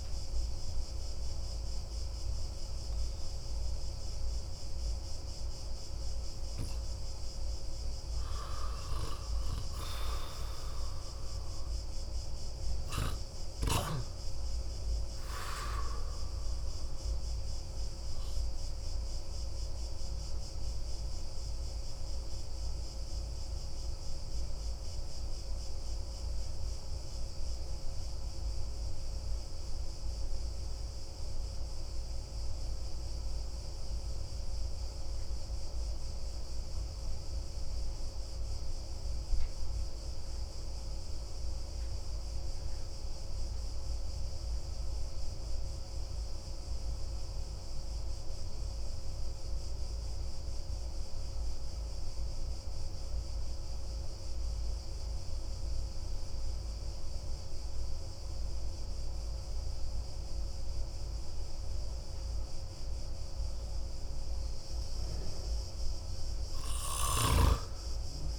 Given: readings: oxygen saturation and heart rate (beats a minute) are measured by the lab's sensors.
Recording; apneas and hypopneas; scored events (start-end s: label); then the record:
breathing in sleep by a room microphone; 1
16.50-62.50 s: obstructive apnea (oxygen 95% before, 86% lowest)
18.50-43.50 s: oxygen desaturation (device-marked, oxygen 93% before, 86% lowest)
63.50-67.00 s: arousal
From the record:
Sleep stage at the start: N2 (light sleep); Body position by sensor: on the back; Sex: male